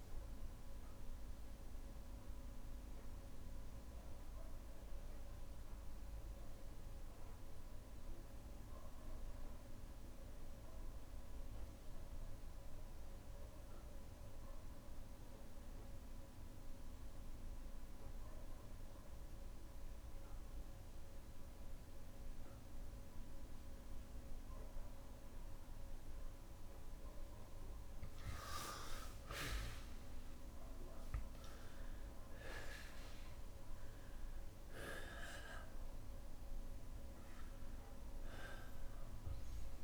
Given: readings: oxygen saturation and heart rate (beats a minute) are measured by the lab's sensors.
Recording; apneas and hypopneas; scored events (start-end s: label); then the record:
breathing in sleep by a room microphone; 1
0.00-9.00 s: oxygen desaturation (device-marked, oxygen 95% lowest, heart rate 56 extreme)
0.00-23.00 s: bradycardia (device-marked, heart rate 56 extreme)
0.50-23.50 s: obstructive apnea (oxygen 99% before, 89% lowest, heart rate 62 before, 56 extreme, up 15 after)
21.00-39.84 s: oxygen desaturation (device-marked, oxygen 98% before, 89% lowest, heart rate 57 before, 58 extreme)
28.00-32.50 s: arousal
From the record:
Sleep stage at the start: N2 (light sleep); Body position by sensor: on the back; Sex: male